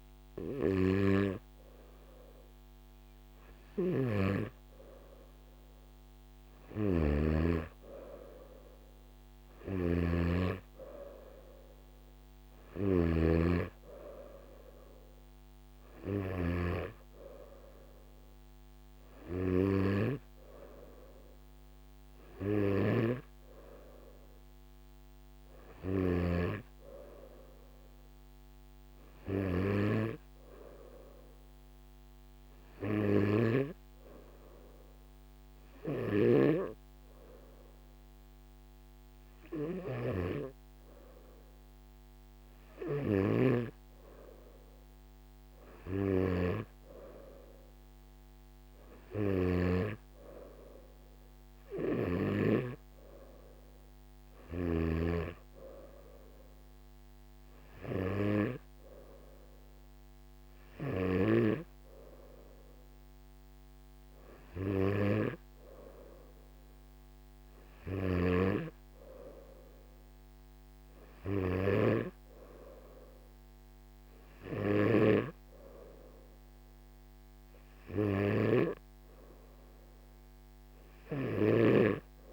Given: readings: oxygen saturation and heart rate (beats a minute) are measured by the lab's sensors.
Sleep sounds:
breathing in sleep by a microphone on the trachea; 1
3.50-16.50 s: snoring (device-marked)
22.50-26.50 s: snoring (device-marked)
30.50-45.50 s: hypopnea (oxygen 96% before, 94% lowest, heart rate 59 before, 57 extreme, up 2 after)
33.00-36.50 s: snoring (device-marked)
43.00-49.50 s: snoring (device-marked)
51.50-55.00 s: snoring (device-marked)
74.50-81.50 s: snoring (device-marked)
From the record:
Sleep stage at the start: N2 (light sleep); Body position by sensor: on the back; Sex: male

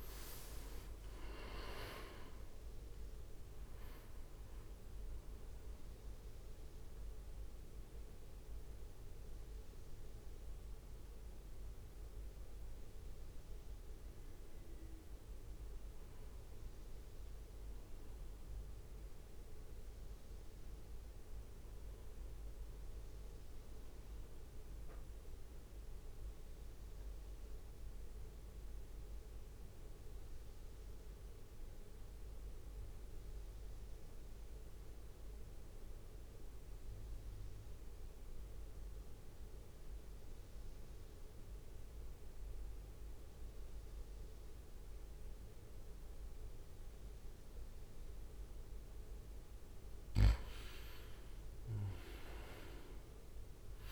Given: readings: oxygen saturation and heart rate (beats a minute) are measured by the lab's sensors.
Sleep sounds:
breathing in sleep by a room microphone; 2
0.00-2.50 s: oxygen desaturation (device-marked, oxygen 87% lowest, heart rate 58 extreme)
1.50-15.50 s: drop in pulse transit time (device-marked, heart rate 63 before, 58 extreme)
5.00-15.00 s: central apnea (oxygen 96% before, 86% lowest, heart rate 62 before, 57 extreme, up 4 after)
9.50-24.50 s: oxygen desaturation (device-marked, oxygen 89% before, 86% lowest, heart rate 63 before, 57 extreme)
17.50-21.50 s: arousal
25.00-49.00 s: central apnea (oxygen 95% before, 91% lowest, heart rate 67 before, 57 extreme, up 6 after)
49.50-53.92 s: oxygen desaturation (device-marked, oxygen 98% before, 91% lowest, heart rate 62 before, 56 extreme)
51.50-53.92 s: arousal
From the record:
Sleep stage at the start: N2 (light sleep); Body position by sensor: on the right side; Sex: male

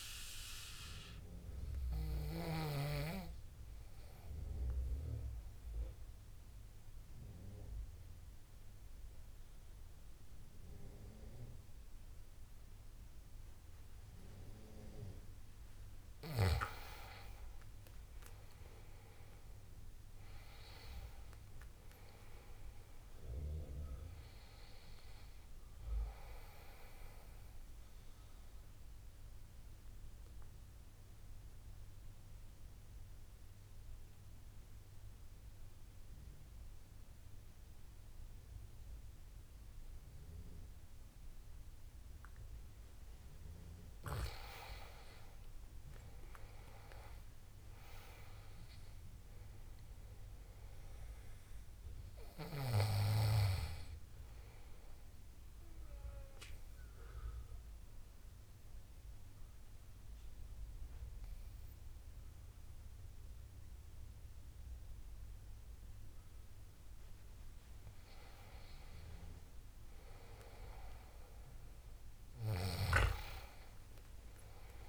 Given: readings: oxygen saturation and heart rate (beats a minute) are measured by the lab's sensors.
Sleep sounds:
breathing in sleep by a room microphone; 3
0.00-14.00 s: oxygen desaturation (device-marked, oxygen 86% lowest, heart rate 73 extreme)
2.00-14.50 s: obstructive apnea (oxygen 96% before, 86% lowest, heart rate 77 before, 72 extreme, up 7 after)
18.00-21.00 s: arousal
28.00-43.00 s: obstructive apnea (oxygen 97% before, 90% lowest, heart rate 78 before, 69 extreme, up 10 after)
33.00-42.00 s: oxygen desaturation (device-marked, oxygen 95% before, 92% lowest, heart rate 78 before, 69 extreme)
46.00-49.00 s: arousal
51.00-68.00 s: oxygen desaturation (device-marked, oxygen 97% before, 90% lowest, heart rate 75 before, 69 extreme)
56.50-67.50 s: obstructive apnea (oxygen 97% before, 90% lowest, heart rate 75 before, 69 extreme, up 8 after)
72.00-74.88 s: arousal
From the record:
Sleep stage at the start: N2 (light sleep); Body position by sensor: on the back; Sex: male

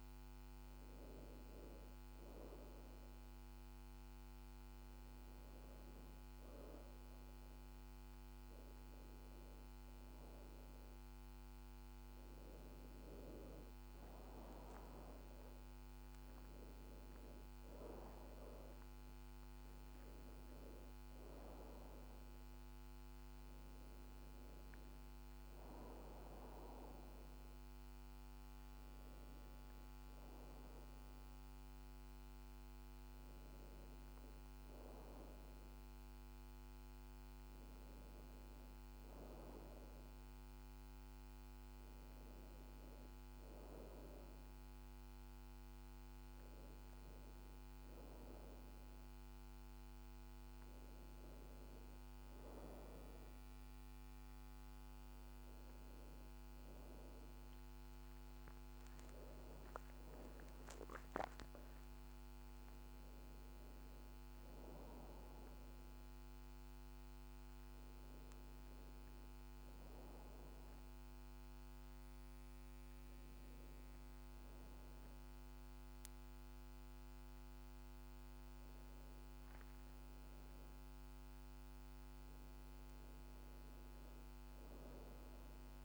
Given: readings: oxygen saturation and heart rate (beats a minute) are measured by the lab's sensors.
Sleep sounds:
breathing in sleep, hard to hear, by a microphone on the trachea; none
13.50-18.00 s: arousal
From the record:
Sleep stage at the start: N1 (lightest sleep); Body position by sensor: on the back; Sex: female

